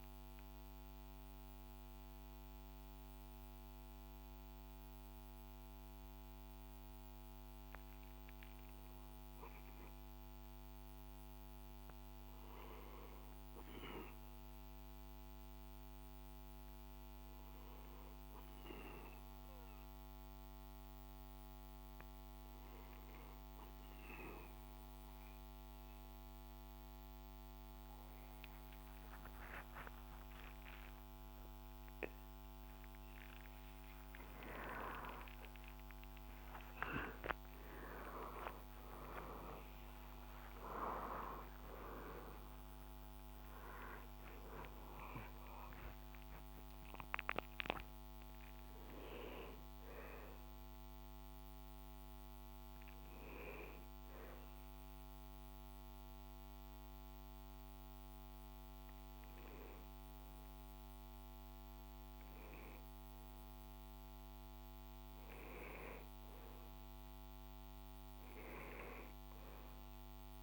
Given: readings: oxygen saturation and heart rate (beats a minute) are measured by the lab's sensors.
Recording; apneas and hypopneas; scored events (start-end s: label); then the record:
a person awake in a sleep study, by a microphone on the trachea; none
none scored
From the record:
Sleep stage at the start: awake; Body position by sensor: on the back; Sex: male